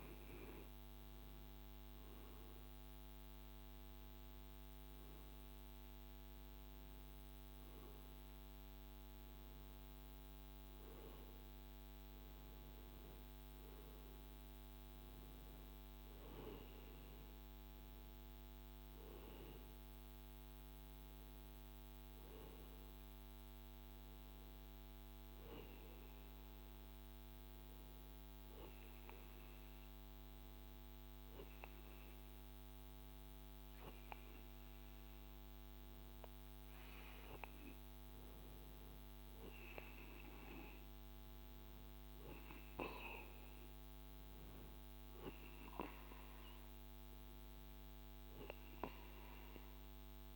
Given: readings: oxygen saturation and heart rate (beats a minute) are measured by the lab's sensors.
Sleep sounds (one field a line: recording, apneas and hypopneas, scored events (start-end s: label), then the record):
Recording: breathing in sleep by a microphone on the trachea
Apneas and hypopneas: 1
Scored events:
25.50-36.00 s: hypopnea (oxygen 95% before, 94% lowest)
39.00-42.50 s: arousal
From the record:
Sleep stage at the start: N2 (light sleep)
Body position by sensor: on the right side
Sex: male